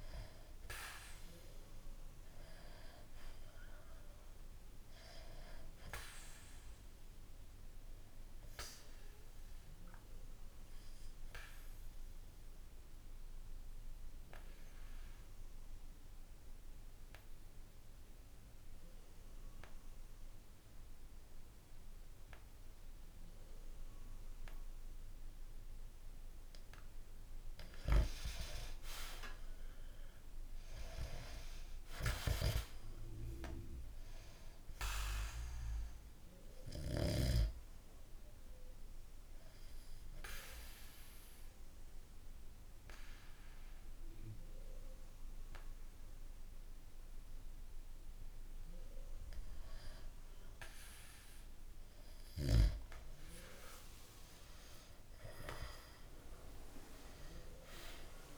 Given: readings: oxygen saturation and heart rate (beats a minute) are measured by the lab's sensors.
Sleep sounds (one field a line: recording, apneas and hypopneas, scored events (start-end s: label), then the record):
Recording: breathing in sleep by a room microphone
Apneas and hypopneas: 2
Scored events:
0.00-19.50 s: oxygen desaturation (device-marked, oxygen 91% lowest, heart rate 63 extreme)
8.50-26.00 s: obstructive apnea (oxygen 97% before, 91% lowest, heart rate 65 before, 63 extreme, up 0 after)
27.50-31.50 s: arousal
35.50-49.00 s: obstructive apnea (oxygen 98% before, 91% lowest, heart rate 65 before, 65 extreme, up 3 after)
35.50-53.50 s: oxygen desaturation (device-marked, oxygen 98% before, 91% lowest, heart rate 65 before, 65 extreme)
53.50-58.37 s: arousal
From the record:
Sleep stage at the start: N2 (light sleep)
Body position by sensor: on the back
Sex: male